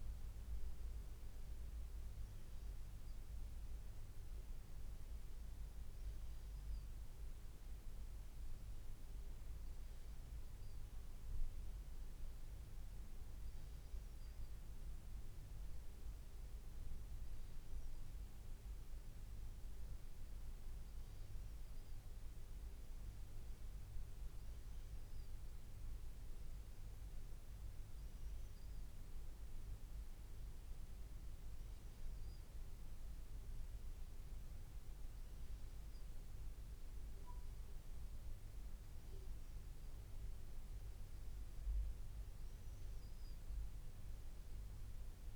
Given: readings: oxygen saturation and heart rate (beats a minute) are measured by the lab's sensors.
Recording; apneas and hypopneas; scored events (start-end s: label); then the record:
breathing in sleep, hard to hear, by a room microphone; none
9.00-11.00 s: long interval between heartbeats (device-marked, heart rate 80 before, 91 extreme)
30.00-32.00 s: long interval between heartbeats (device-marked, heart rate 84 before, 92 extreme)
From the record:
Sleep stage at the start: N1 (lightest sleep); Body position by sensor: on the back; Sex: male